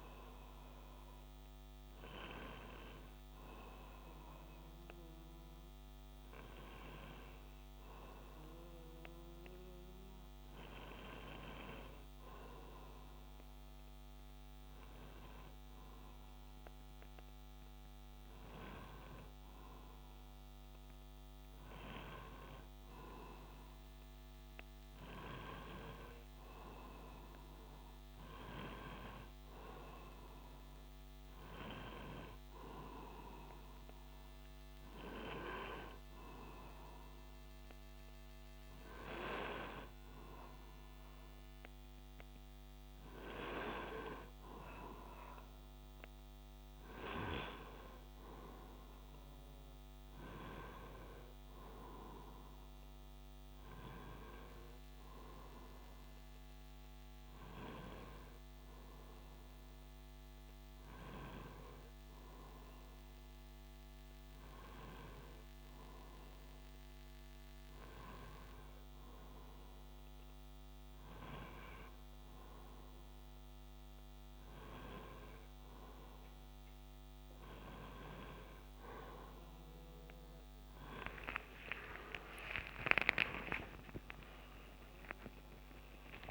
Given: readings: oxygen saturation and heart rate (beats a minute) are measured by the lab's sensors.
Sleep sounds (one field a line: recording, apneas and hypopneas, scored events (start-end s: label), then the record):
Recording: a person partly awake in a sleep study, by a microphone on the trachea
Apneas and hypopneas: none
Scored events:
7.50-67.50 s: new sleep stage, N1 (lightest sleep)
67.50-86.31 s: new sleep stage, awake
From the record:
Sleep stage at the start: awake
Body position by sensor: on the right side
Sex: male